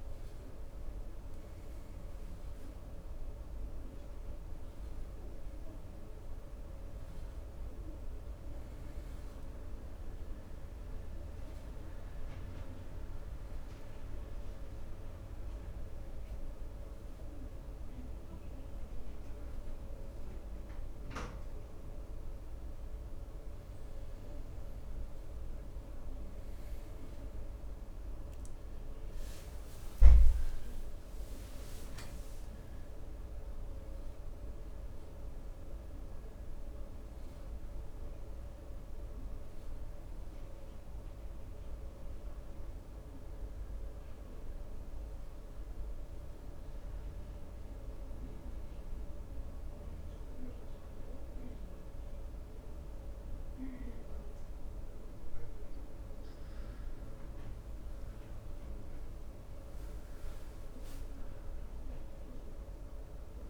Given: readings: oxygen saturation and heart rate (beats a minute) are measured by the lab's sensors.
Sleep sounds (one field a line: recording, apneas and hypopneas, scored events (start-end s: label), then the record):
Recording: breathing in sleep, hard to hear, by a room microphone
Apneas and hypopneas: 1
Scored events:
10.50-23.00 s: obstructive apnea (oxygen 96% before, 94% lowest, heart rate 69 before, 64 extreme, up 4 after)
28.00-32.50 s: arousal
From the record:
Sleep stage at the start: N2 (light sleep)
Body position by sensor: on the back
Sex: male